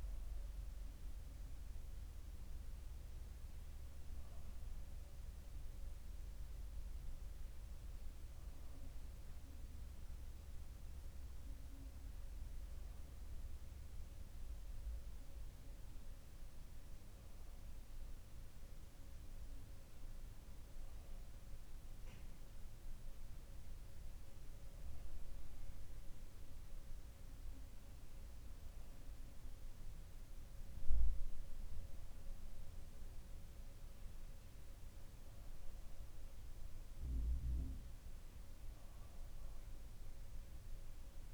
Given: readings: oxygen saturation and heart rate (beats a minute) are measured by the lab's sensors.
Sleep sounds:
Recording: breathing in sleep, hard to hear, by a room microphone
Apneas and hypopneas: none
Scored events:
none scored
From the record:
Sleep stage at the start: N2 (light sleep)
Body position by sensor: on the back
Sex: male

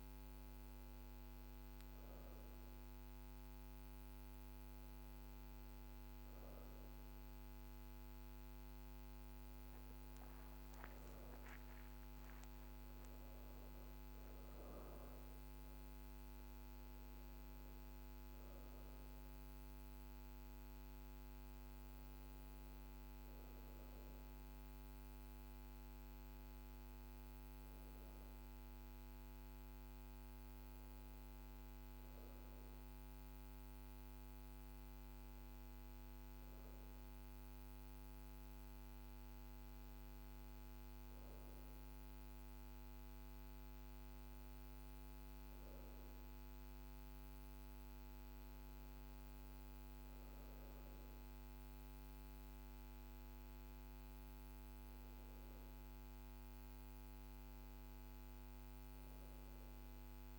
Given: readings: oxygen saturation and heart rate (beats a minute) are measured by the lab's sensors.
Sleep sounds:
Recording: breathing in sleep, hard to hear, by a microphone on the trachea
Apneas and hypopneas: none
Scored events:
none scored
From the record:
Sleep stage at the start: REM sleep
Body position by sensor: on the back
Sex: female

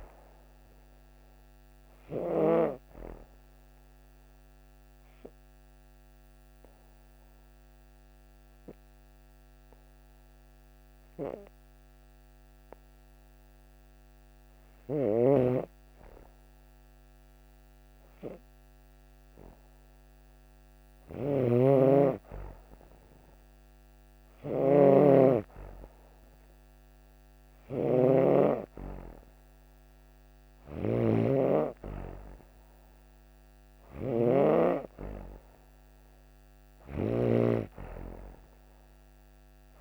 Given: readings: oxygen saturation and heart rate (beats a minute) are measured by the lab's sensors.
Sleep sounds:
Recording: breathing in sleep by a microphone on the trachea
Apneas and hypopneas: 1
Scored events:
2.50-13.50 s: obstructive apnea (oxygen 96% before, 91% lowest)
13.00-28.00 s: oxygen desaturation (device-marked, oxygen 95% before, 91% lowest)
14.50-39.81 s: snoring (device-marked)
15.00-18.50 s: arousal
From the record:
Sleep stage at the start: N2 (light sleep)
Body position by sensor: on the back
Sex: female

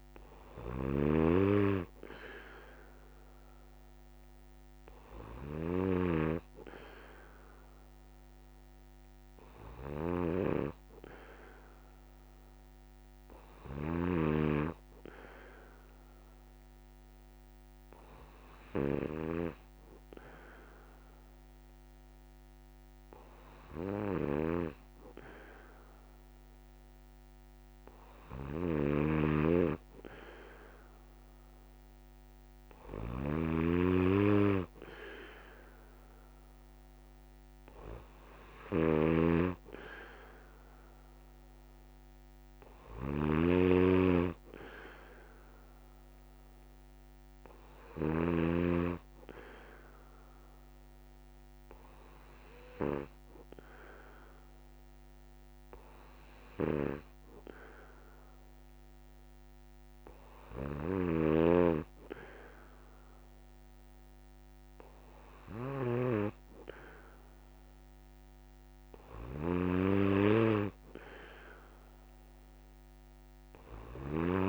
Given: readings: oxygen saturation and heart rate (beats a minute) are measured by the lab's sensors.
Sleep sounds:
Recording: breathing in sleep by a microphone on the trachea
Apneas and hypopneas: none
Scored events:
0.00-48.00 s: snoring (device-marked)
60.50-74.49 s: snoring (device-marked)
From the record:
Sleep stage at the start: N1 (lightest sleep)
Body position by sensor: on the back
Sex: male

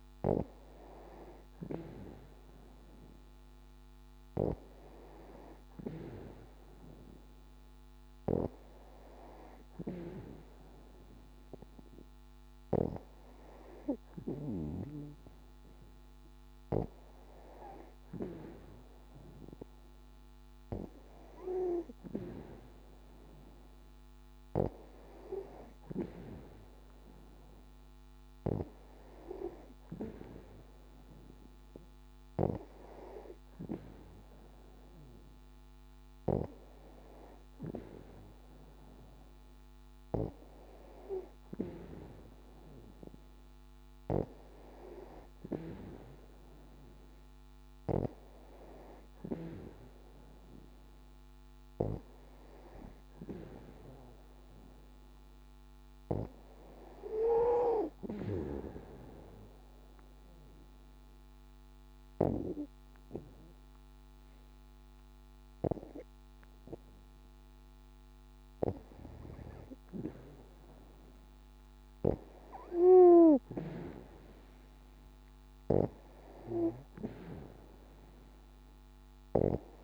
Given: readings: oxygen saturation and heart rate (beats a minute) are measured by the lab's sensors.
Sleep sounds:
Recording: breathing in sleep by a microphone on the trachea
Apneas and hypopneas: 1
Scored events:
45.50-50.50 s: arousal
57.50-69.00 s: obstructive apnea (oxygen 95% before, 91% lowest, heart rate 63 before, 61 extreme, up 11 after)
71.00-75.50 s: arousal
From the record:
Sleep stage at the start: N2 (light sleep)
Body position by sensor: on the back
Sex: female

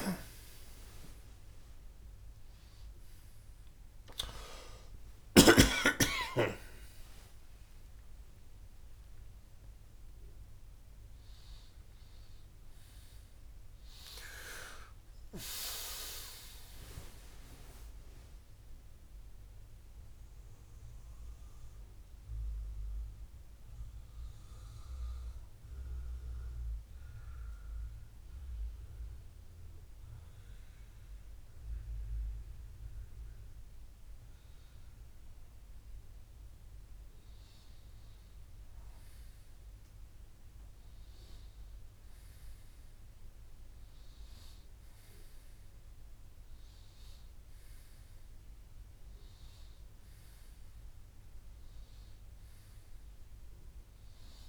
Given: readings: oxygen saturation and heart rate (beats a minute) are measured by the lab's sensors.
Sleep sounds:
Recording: a person partly awake in a sleep study, by a room microphone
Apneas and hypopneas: 1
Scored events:
0.00-5.50 s: snoring (device-marked)
17.50-54.49 s: new sleep stage, N1 (lightest sleep)
21.00-34.00 s: hypopnea (oxygen 93% before, 92% lowest, heart rate 74 before, 63 extreme, up 3 after)
37.50-41.00 s: arousal
49.50-54.49 s: oxygen desaturation (device-marked, oxygen 97% before, 93% lowest, heart rate 65 before, 64 extreme)
From the record:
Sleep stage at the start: awake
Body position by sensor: on the right side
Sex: male

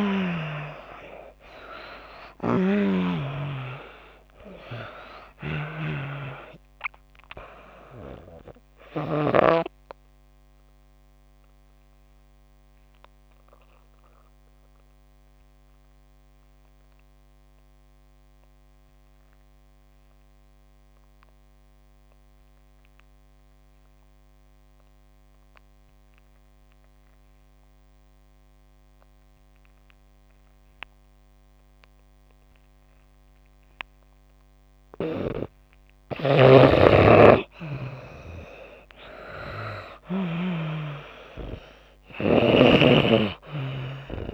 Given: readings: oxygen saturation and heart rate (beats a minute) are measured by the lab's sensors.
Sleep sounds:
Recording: breathing in sleep by a microphone on the trachea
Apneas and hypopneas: 1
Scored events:
0.00-1.50 s: arousal
0.00-32.50 s: oxygen desaturation (device-marked, oxygen 80% lowest)
9.50-34.00 s: obstructive apnea (oxygen 97% before, 80% lowest)
35.50-40.00 s: snoring (device-marked)
36.00-39.50 s: arousal
41.50-44.34 s: oxygen desaturation (device-marked, oxygen 97% before, 86% lowest)
42.00-44.34 s: snoring (device-marked)
From the record:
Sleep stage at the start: N2 (light sleep)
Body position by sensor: on the back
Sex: female

